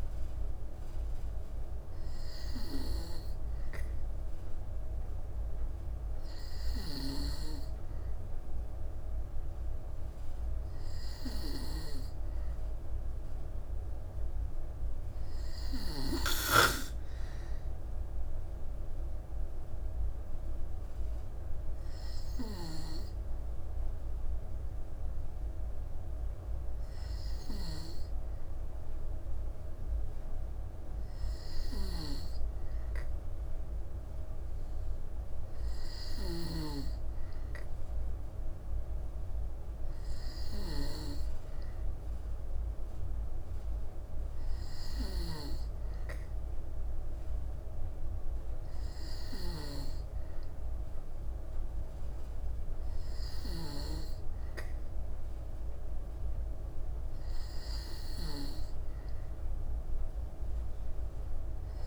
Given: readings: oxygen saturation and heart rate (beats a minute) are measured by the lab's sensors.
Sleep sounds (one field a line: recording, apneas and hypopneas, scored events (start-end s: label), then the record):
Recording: breathing in sleep by a room microphone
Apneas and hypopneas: none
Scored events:
16.00-22.50 s: snoring (device-marked)
From the record:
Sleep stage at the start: N2 (light sleep)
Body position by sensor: on the back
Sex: female